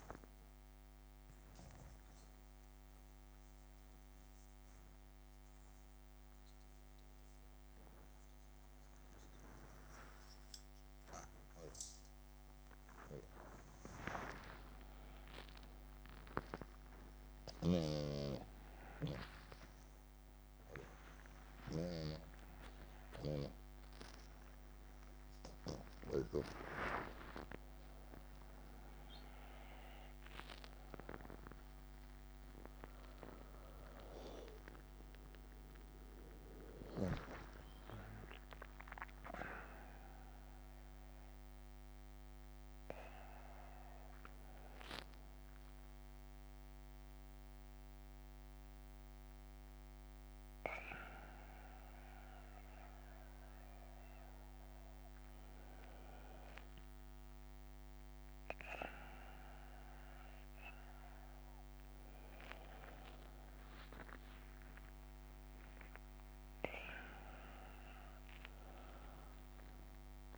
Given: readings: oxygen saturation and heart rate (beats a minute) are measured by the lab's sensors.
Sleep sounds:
a person awake in a sleep study, by a microphone on the trachea; none
0.50-2.50 s: long interval between heartbeats (device-marked)
17.50-26.50 s: snoring (device-marked)
62.50-64.50 s: long interval between heartbeats (device-marked)
69.00-70.38 s: drop in pulse transit time (device-marked)
From the record:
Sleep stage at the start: awake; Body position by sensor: on the right side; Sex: male

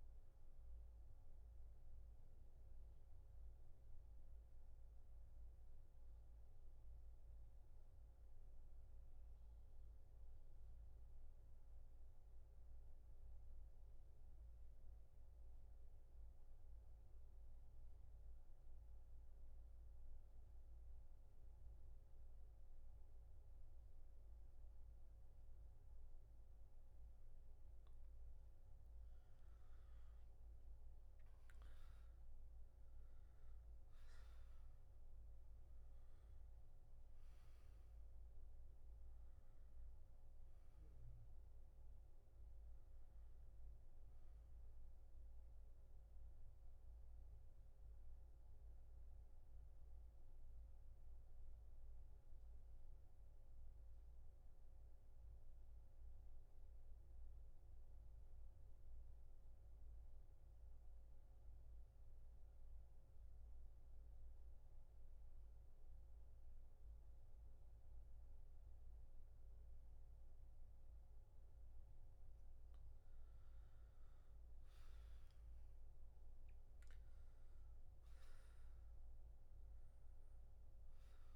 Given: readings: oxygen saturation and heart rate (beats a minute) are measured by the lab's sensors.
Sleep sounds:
breathing in sleep, hard to hear, by a room microphone; 2
0.00-10.50 s: oxygen desaturation (device-marked, oxygen 81% lowest, heart rate 65 extreme)
1.50-27.50 s: mixed apnea (oxygen 97% before, 80% lowest, heart rate 72 before, 64 extreme, up 11 after)
27.50-51.50 s: oxygen desaturation (device-marked, oxygen 98% before, 80% lowest, heart rate 66 before, 63 extreme)
30.00-33.50 s: arousal
46.50-71.50 s: mixed apnea (oxygen 98% before, 80% lowest, heart rate 73 before, 63 extreme, up 10 after)
66.50-81.36 s: oxygen desaturation (device-marked, oxygen 98% before, 80% lowest, heart rate 67 before, 64 extreme)
76.50-80.50 s: arousal
From the record:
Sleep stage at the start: N2 (light sleep); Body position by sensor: on the back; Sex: male

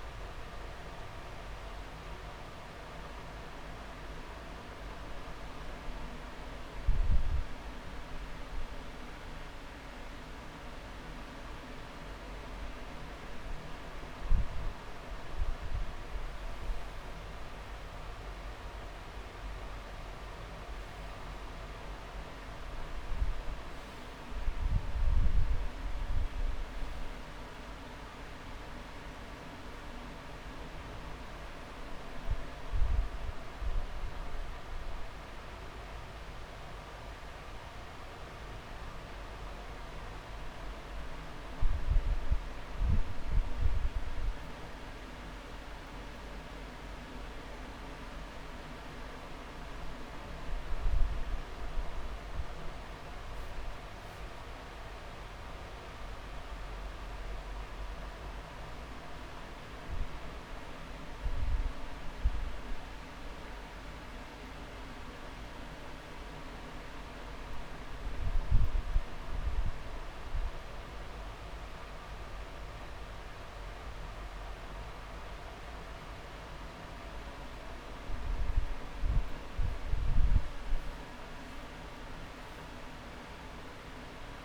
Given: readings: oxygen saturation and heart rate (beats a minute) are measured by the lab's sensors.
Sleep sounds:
breathing in sleep, hard to hear, by a room microphone; 2
0.50-15.50 s: mixed apnea (oxygen 98% before, 93% lowest)
3.00-5.00 s: long interval between heartbeats (device-marked)
17.00-20.00 s: arousal
31.50-42.50 s: oxygen desaturation (device-marked, oxygen 98% before, 93% lowest)
52.00-54.00 s: long interval between heartbeats (device-marked)
52.50-57.00 s: arousal
66.00-78.00 s: hypopnea (oxygen 98% before, 94% lowest)
69.50-75.50 s: drop in pulse transit time (device-marked)
80.50-84.00 s: arousal
From the record:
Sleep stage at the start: N2 (light sleep); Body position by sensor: on the back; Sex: male

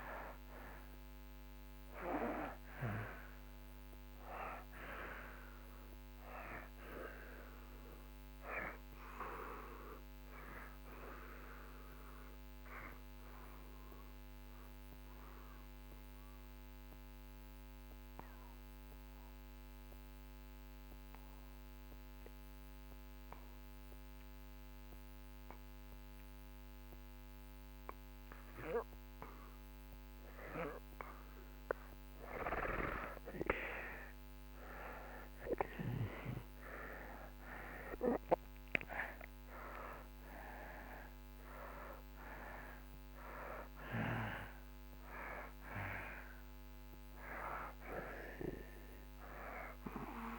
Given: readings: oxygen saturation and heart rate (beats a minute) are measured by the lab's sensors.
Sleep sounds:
breathing in sleep by a microphone on the trachea; 1
0.00-22.00 s: oxygen desaturation (device-marked, oxygen 78% lowest)
11.50-27.50 s: obstructive apnea (oxygen 95% before, 78% lowest)
32.50-36.00 s: arousal
35.00-50.39 s: oxygen desaturation (device-marked, oxygen 96% before, 78% lowest)
From the record:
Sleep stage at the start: N2 (light sleep); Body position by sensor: on the back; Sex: male

